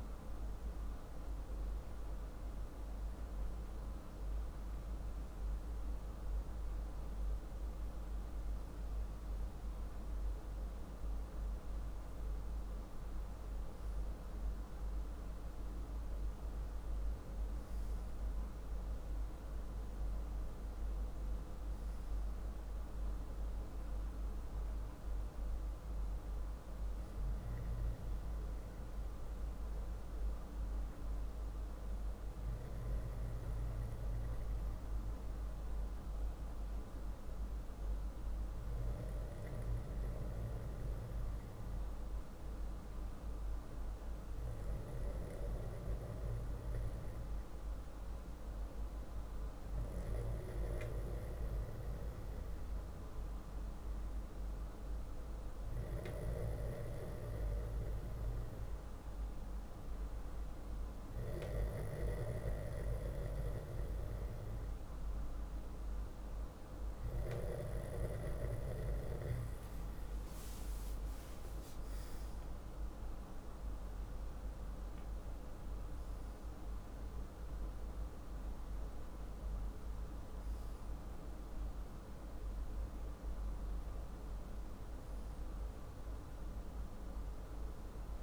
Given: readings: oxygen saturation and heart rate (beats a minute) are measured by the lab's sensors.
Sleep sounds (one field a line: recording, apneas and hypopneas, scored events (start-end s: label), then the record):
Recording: breathing in sleep by a room microphone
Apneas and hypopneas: none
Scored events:
70.50-75.50 s: arousal
From the record:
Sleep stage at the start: N2 (light sleep)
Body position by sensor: on the back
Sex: male